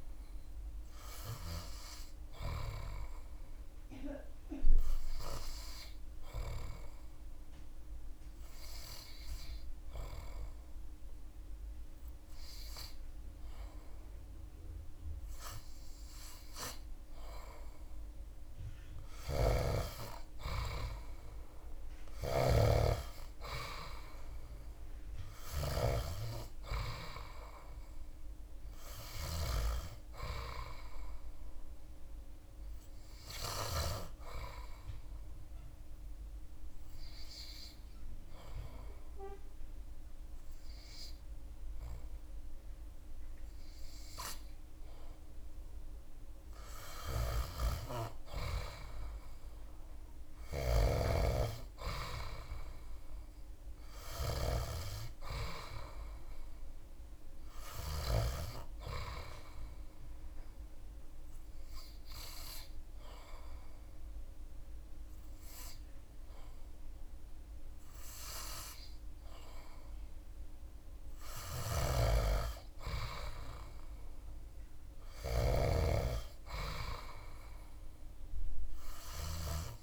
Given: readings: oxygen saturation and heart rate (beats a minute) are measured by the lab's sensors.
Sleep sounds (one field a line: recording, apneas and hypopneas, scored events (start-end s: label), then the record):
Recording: breathing in sleep by a room microphone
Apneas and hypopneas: 3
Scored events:
0.00-14.50 s: oxygen desaturation (device-marked, oxygen 94% lowest)
3.00-16.50 s: obstructive apnea (oxygen 98% before, 94% lowest)
18.50-22.00 s: snoring (device-marked)
19.00-23.50 s: arousal
33.50-47.00 s: obstructive apnea (oxygen 99% before, 96% lowest)
49.00-53.00 s: arousal
59.50-73.00 s: obstructive apnea (oxygen 99% before, 95% lowest)
75.50-79.50 s: arousal
From the record:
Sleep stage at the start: N2 (light sleep)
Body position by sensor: on the back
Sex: male